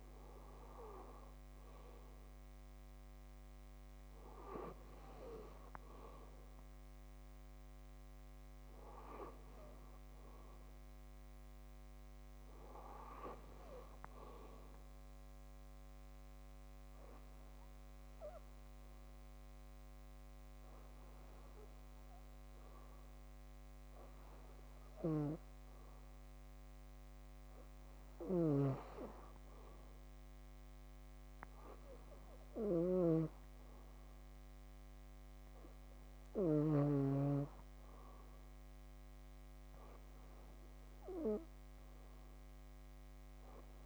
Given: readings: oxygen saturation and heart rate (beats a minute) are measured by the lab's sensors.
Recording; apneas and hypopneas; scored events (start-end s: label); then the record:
breathing in sleep by a microphone on the trachea; 1
0.00-9.50 s: oxygen desaturation (device-marked, oxygen 93% lowest, heart rate 61 extreme)
15.50-28.00 s: hypopnea (oxygen 96% before, 94% lowest, heart rate 68 before, 61 extreme, up 5 after)
28.00-36.50 s: snoring (device-marked)
30.00-33.50 s: arousal
From the record:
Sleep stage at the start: REM sleep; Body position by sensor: on the back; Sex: female